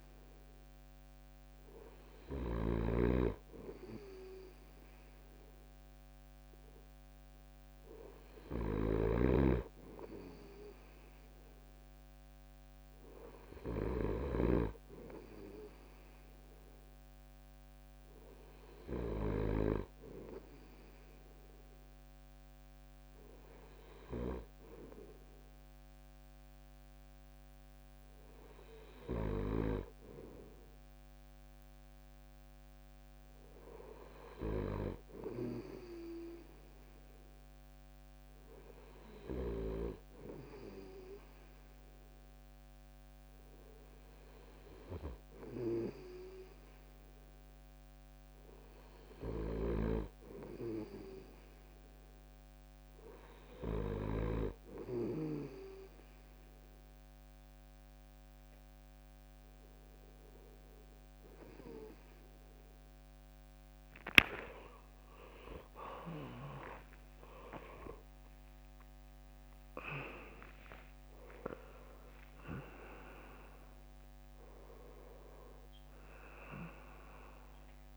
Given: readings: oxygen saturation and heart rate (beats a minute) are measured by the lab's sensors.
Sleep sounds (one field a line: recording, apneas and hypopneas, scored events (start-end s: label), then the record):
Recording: breathing in sleep by a microphone on the trachea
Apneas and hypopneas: none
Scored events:
0.00-2.00 s: snoring (device-marked)
8.00-13.50 s: snoring (device-marked)
49.00-54.00 s: snoring (device-marked)
66.50-77.97 s: drop in pulse transit time (device-marked, heart rate 68 before, 73 extreme)
66.50-77.97 s: new sleep stage, awake
From the record:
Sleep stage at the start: N2 (light sleep)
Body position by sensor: on the right side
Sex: male